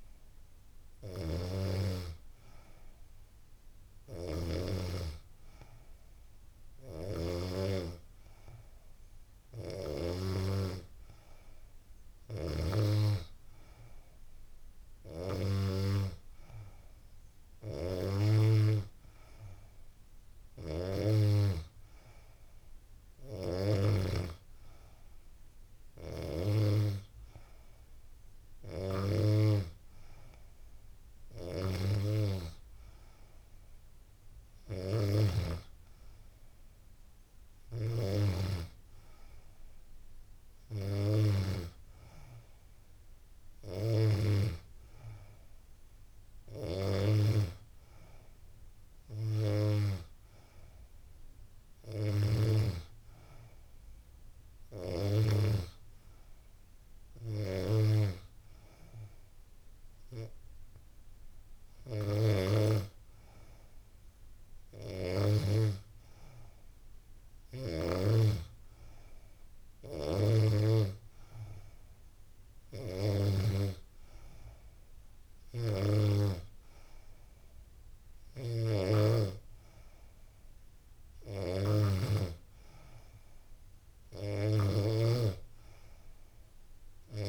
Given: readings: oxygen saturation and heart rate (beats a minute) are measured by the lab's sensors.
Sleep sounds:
breathing in sleep by a room microphone; none
none scored
From the record:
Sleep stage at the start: N2 (light sleep); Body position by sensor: on the back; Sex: female

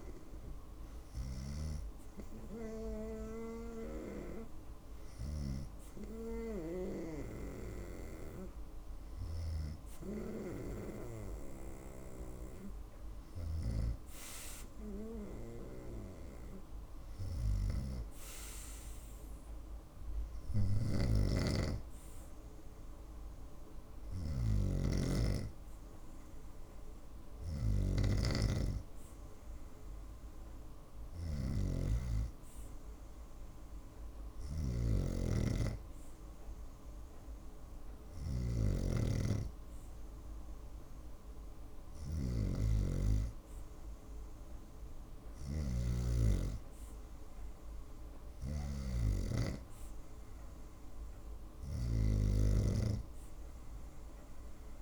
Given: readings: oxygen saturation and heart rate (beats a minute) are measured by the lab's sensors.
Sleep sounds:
breathing in sleep by a room microphone; none
20.00-54.82 s: snoring (device-marked)
From the record:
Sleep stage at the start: N2 (light sleep); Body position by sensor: on the right side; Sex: female

